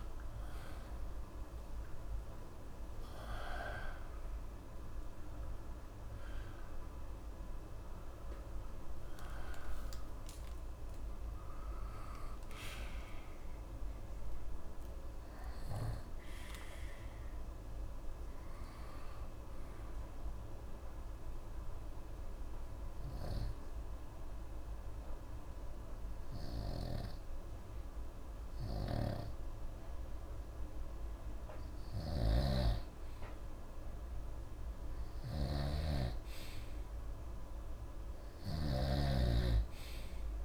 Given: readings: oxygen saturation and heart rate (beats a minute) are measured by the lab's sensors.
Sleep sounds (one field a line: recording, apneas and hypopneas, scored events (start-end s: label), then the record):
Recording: breathing in sleep by a room microphone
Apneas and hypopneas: 1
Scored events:
1.00-5.00 s: arousal
5.00-26.00 s: oxygen desaturation (device-marked, oxygen 95% before, 90% lowest, heart rate 62 before, 62 extreme)
19.50-30.50 s: obstructive apnea (oxygen 95% before, 92% lowest, heart rate 74 before, 62 extreme, up 1 after)
32.00-40.45 s: snoring (device-marked)
33.00-36.50 s: arousal
From the record:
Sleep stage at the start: N2 (light sleep)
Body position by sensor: on the right side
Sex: male